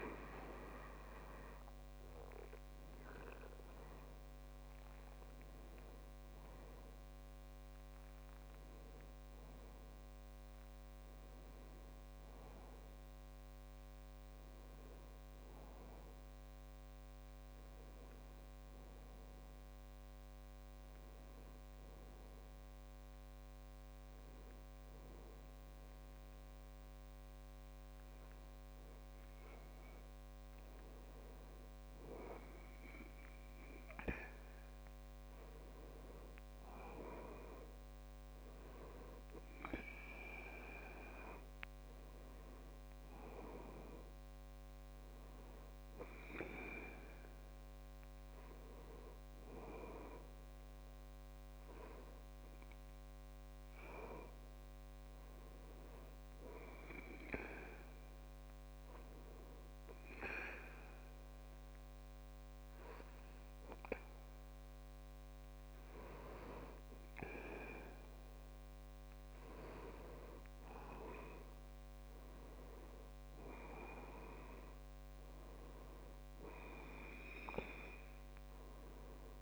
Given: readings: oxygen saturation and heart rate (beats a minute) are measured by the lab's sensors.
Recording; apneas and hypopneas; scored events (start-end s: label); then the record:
breathing in sleep by a microphone on the trachea; 2
0.00-1.50 s: long interval between heartbeats (device-marked, heart rate 82 extreme)
2.50-14.50 s: oxygen desaturation (device-marked, oxygen 96% before, 92% lowest, heart rate 70 before, 62 extreme)
2.50-62.50 s: new sleep stage, N1 (lightest sleep)
15.00-18.00 s: arousal
20.50-32.00 s: hypopnea (oxygen 97% before, 93% lowest, heart rate 77 before, 62 extreme, up 1 after)
32.50-36.50 s: arousal
53.50-66.50 s: hypopnea (oxygen 99% before, 93% lowest, heart rate 65 before, 64 extreme, up 3 after)
62.50-79.42 s: new sleep stage, N2 (light sleep)
74.00-78.50 s: arousal
From the record:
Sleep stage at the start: N2 (light sleep); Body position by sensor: on the back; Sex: male